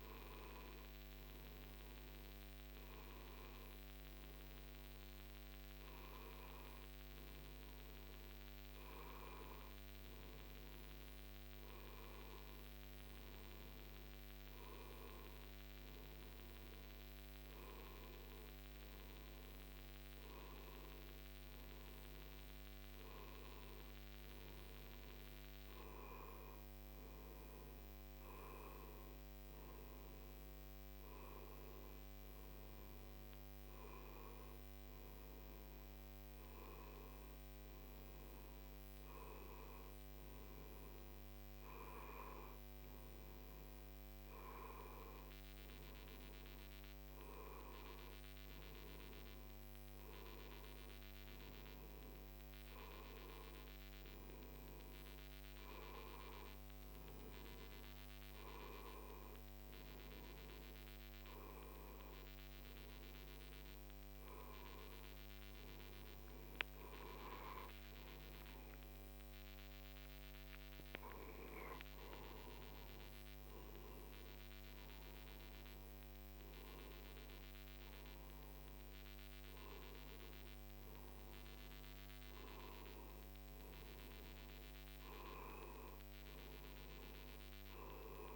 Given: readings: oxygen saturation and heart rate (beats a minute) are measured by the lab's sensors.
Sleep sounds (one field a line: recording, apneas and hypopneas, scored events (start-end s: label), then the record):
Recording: a person awake in a sleep study, by a microphone on the trachea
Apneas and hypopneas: none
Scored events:
none scored
From the record:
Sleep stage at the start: awake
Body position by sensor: on the right side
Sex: male